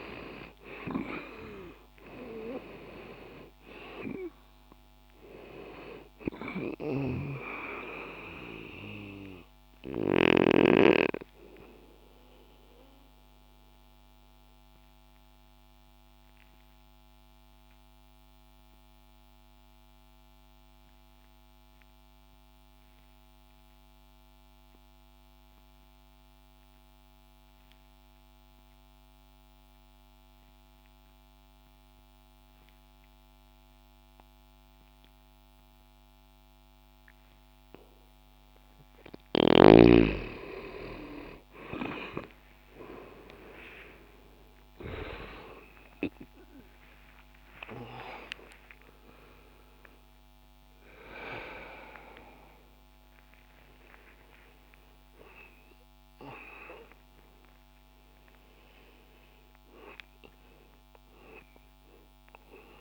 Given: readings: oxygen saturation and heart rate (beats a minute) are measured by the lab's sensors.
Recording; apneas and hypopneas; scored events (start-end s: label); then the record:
breathing in sleep by a microphone on the trachea; 1
0.00-3.50 s: arousal
12.00-38.50 s: obstructive apnea (oxygen 95% before, 86% lowest, heart rate 61 before, 60 extreme, up 45 after)
20.50-32.50 s: oxygen desaturation (device-marked, oxygen 94% before, 86% lowest, heart rate 61 before, 60 extreme)
38.50-46.50 s: oxygen desaturation (device-marked, oxygen 97% before, 93% lowest, heart rate 60 before, 64 extreme)
42.50-62.81 s: new sleep stage, N1 (lightest sleep)
43.00-49.00 s: arousal
From the record:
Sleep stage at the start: N2 (light sleep); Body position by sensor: on the left side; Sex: male